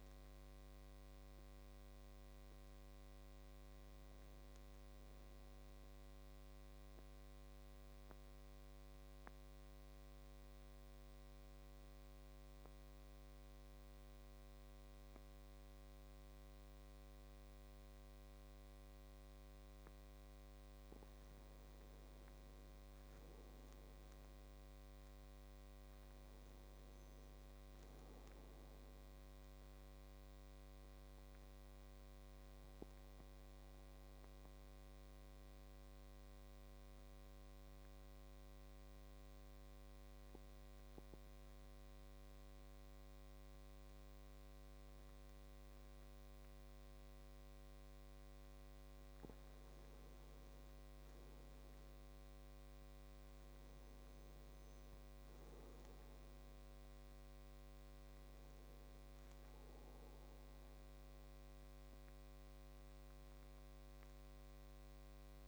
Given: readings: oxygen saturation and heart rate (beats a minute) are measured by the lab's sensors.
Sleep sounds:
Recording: breathing in sleep, hard to hear, by a microphone on the trachea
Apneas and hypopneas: 2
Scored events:
3.00-5.00 s: arousal
6.00-20.00 s: central apnea (oxygen 100% before, 94% lowest, heart rate 111 before, 65 extreme, up 50 after)
21.50-44.50 s: oxygen desaturation (device-marked, oxygen 98% before, 94% lowest, heart rate 96 before, 73 extreme)
22.00-25.50 s: arousal
29.00-49.00 s: central apnea (oxygen 100% before, 94% lowest, heart rate 90 before, 77 extreme, up 53 after)
32.50-65.48 s: new sleep stage, N2 (light sleep)
50.50-54.00 s: arousal
56.50-65.48 s: oxygen desaturation (device-marked, oxygen 98% before, 94% lowest, heart rate 129 before, 93 extreme)
From the record:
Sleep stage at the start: N1 (lightest sleep)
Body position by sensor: on the back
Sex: male

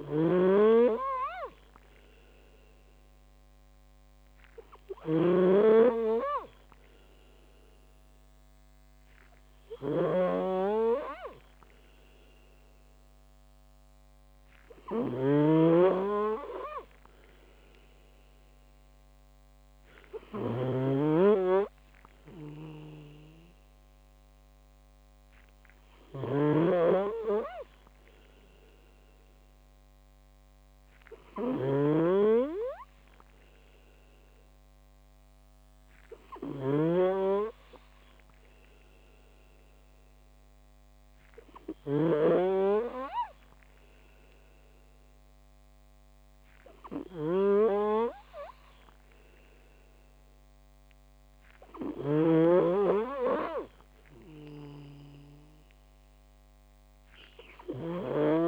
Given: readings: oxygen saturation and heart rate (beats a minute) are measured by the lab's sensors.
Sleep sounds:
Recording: breathing in sleep by a microphone on the trachea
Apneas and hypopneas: 1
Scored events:
0.00-58.48 s: snoring (device-marked)
9.00-15.00 s: oxygen desaturation (device-marked, oxygen 96% before, 94% lowest)
35.00-51.00 s: hypopnea (oxygen 96% before, 92% lowest)
53.50-57.50 s: arousal
From the record:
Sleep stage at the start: N2 (light sleep)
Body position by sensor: on the back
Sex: male

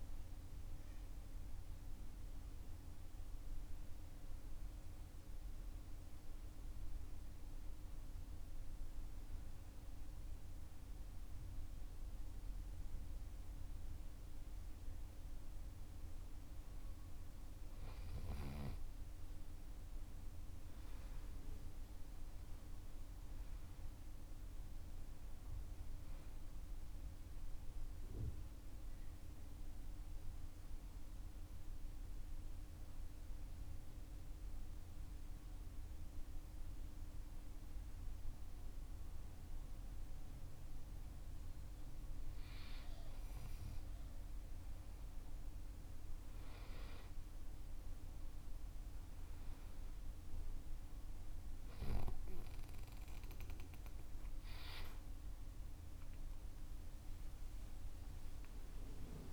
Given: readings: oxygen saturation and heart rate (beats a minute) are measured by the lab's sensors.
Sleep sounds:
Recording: breathing in sleep, hard to hear, by a room microphone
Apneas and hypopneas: 2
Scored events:
4.50-15.50 s: central apnea (oxygen 96% before, 93% lowest, heart rate 60 before, 51 extreme, up 16 after)
19.00-24.00 s: arousal
30.00-42.00 s: central apnea (oxygen 97% before, 94% lowest, heart rate 59 before, 49 extreme, up 17 after)
44.50-48.00 s: arousal
From the record:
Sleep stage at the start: N2 (light sleep)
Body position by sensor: on the back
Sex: male

